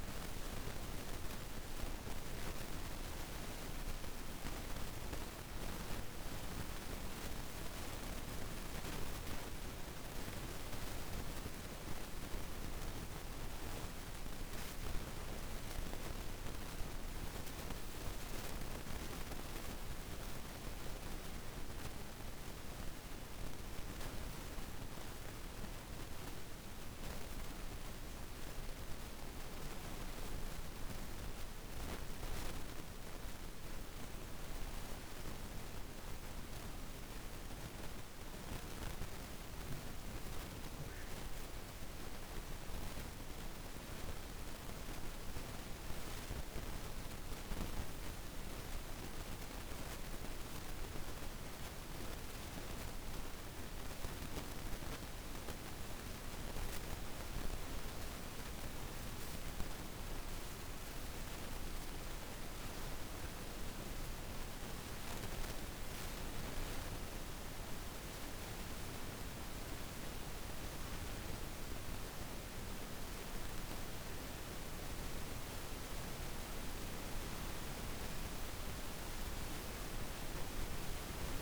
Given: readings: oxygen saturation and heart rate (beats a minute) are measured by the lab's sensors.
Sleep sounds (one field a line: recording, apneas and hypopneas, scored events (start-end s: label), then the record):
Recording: breathing in sleep, hard to hear, by a room microphone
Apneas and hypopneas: none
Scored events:
55.00-61.00 s: arousal
From the record:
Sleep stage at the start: N1 (lightest sleep)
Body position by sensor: on the back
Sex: female